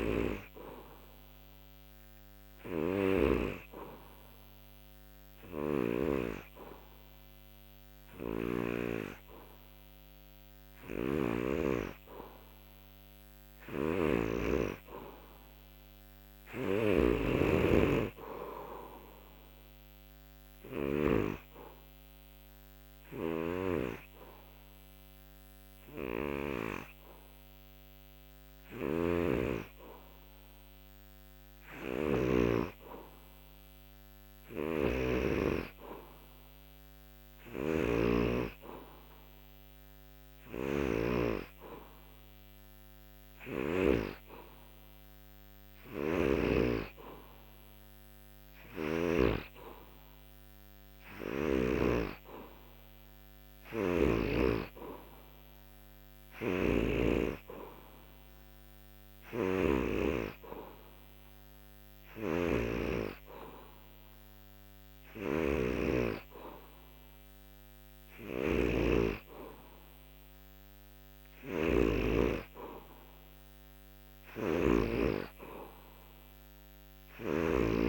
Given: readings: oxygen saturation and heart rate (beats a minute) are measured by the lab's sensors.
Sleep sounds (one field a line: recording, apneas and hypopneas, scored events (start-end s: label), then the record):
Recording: breathing in sleep by a microphone on the trachea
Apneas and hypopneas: none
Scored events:
0.00-6.00 s: snoring (device-marked)
10.50-21.00 s: snoring (device-marked)
22.00-34.00 s: oxygen desaturation (device-marked, oxygen 91% before, 88% lowest, heart rate 98 before, 77 extreme)
23.00-26.50 s: snoring (device-marked)
28.50-35.00 s: snoring (device-marked)
37.00-43.50 s: snoring (device-marked)
45.50-49.00 s: snoring (device-marked)
56.00-77.88 s: snoring (device-marked)
From the record:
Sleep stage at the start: N3 (deep sleep)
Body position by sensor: on the back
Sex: male